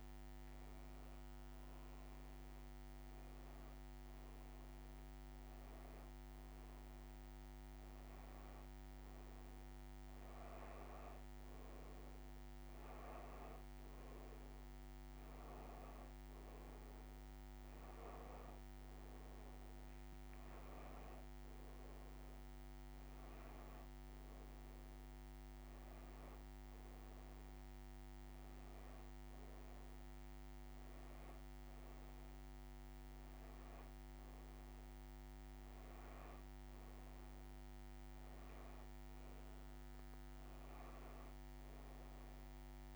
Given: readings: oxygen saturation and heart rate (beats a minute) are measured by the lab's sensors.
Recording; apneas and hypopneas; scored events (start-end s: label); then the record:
a person partly awake in a sleep study, hard to hear, by a microphone on the trachea; none
11.00-42.96 s: new sleep stage, N1 (lightest sleep)
From the record:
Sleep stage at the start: awake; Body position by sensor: on the back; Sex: female